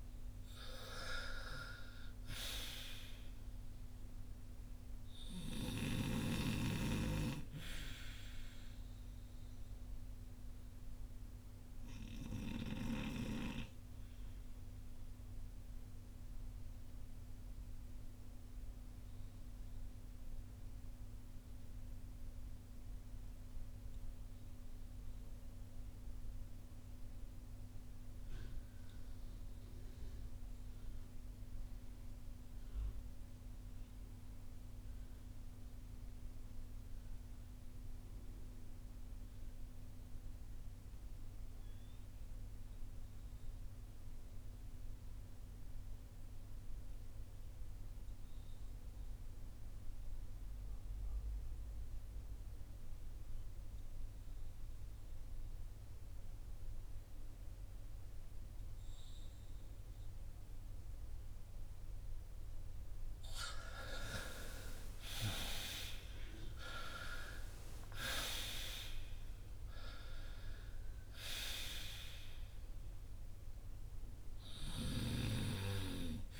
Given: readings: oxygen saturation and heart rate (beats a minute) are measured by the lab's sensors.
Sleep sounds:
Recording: breathing in sleep by a room microphone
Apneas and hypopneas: 1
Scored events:
0.00-2.00 s: oxygen desaturation (device-marked, oxygen 76% lowest, heart rate 53 extreme)
9.00-60.50 s: mixed apnea (oxygen 88% before, 70% lowest, heart rate 63 before, 45 extreme, up 19 after)
17.00-36.00 s: oxygen desaturation (device-marked, oxygen 86% before, 77% lowest, heart rate 63 before, 45 extreme)
50.00-76.40 s: oxygen desaturation (device-marked, oxygen 96% before, 70% lowest, heart rate 52 before, 54 extreme)
62.50-67.50 s: arousal
From the record:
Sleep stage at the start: REM sleep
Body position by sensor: on the front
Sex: male

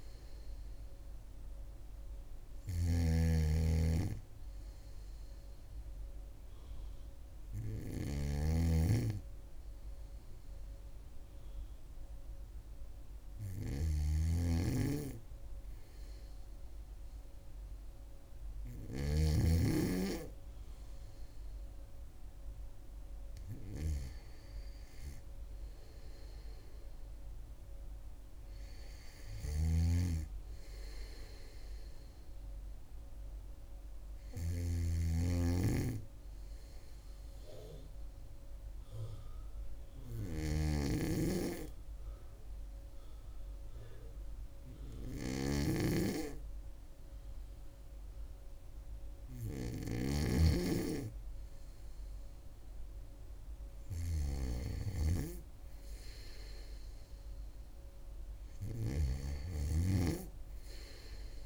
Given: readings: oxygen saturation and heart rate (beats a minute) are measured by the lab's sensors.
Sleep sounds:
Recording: breathing in sleep by a room microphone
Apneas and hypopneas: 1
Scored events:
0.00-19.00 s: snoring (device-marked)
25.00-29.50 s: arousal
29.00-34.50 s: snoring (device-marked)
36.00-48.50 s: hypopnea (oxygen 98% before, 95% lowest, heart rate 68 before, 66 extreme, up 2 after)
40.50-50.00 s: snoring (device-marked)
54.50-58.50 s: arousal
From the record:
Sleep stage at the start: N2 (light sleep)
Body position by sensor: on the back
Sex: female

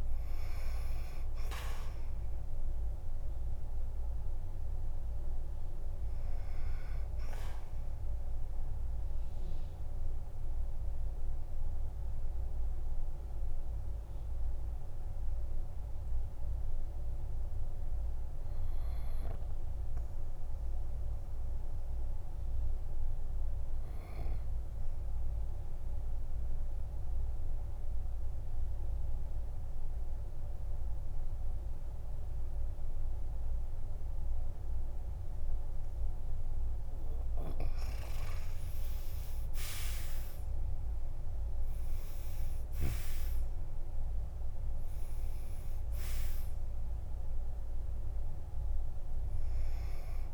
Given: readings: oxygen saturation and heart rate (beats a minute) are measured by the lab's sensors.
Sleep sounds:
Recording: breathing in sleep, hard to hear, by a room microphone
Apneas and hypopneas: 1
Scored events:
0.00-23.50 s: oxygen desaturation (device-marked, oxygen 92% lowest, heart rate 45 extreme)
10.00-36.50 s: mixed apnea (oxygen 99% before, 91% lowest, heart rate 54 before, 46 extreme, up 12 after)
38.50-50.34 s: oxygen desaturation (device-marked, oxygen 99% before, 91% lowest, heart rate 50 before, 47 extreme)
41.00-45.00 s: arousal
From the record:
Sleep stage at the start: N2 (light sleep)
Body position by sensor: on the back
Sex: male

